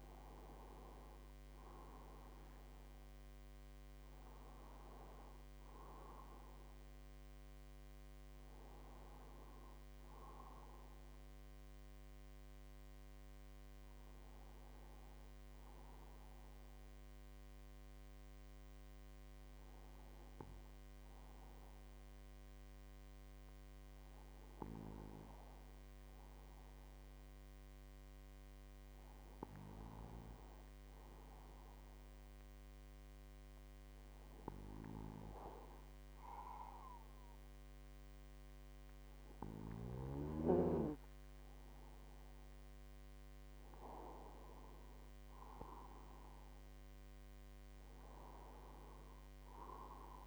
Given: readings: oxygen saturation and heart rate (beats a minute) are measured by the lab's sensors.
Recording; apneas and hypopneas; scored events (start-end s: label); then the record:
breathing in sleep by a microphone on the trachea; 1
16.00-41.50 s: hypopnea (oxygen 96% before, 95% lowest, heart rate 54 before, 51 extreme, up 3 after)
44.00-47.50 s: arousal
From the record:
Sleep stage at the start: N2 (light sleep); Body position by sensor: on the right side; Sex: male